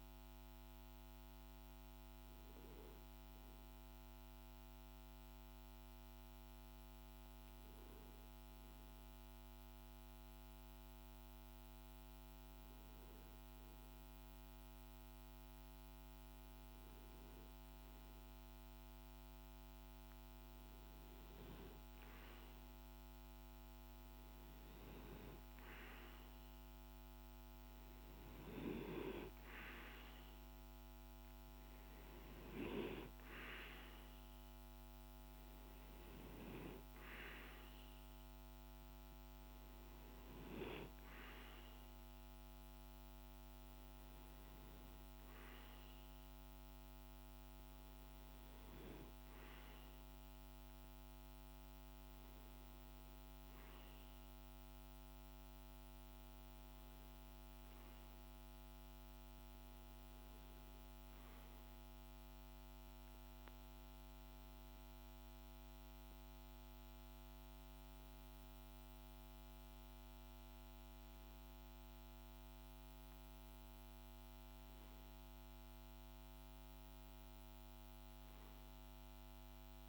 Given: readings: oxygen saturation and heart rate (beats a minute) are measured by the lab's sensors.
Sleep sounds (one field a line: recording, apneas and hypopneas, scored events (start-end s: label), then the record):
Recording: breathing in sleep, hard to hear, by a microphone on the trachea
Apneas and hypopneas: 2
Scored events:
4.50-18.50 s: hypopnea (oxygen 99% before, 94% lowest, heart rate 45 before, 52 extreme, up 1 after)
20.50-24.50 s: arousal
24.50-43.50 s: oxygen desaturation (device-marked, oxygen 98% before, 94% lowest, heart rate 53 before, 51 extreme)
60.50-70.50 s: hypopnea (oxygen 97% before, 93% lowest, heart rate 52 before, 50 extreme, up 10 after)
73.00-77.50 s: arousal
From the record:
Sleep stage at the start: REM sleep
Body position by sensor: on the back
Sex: male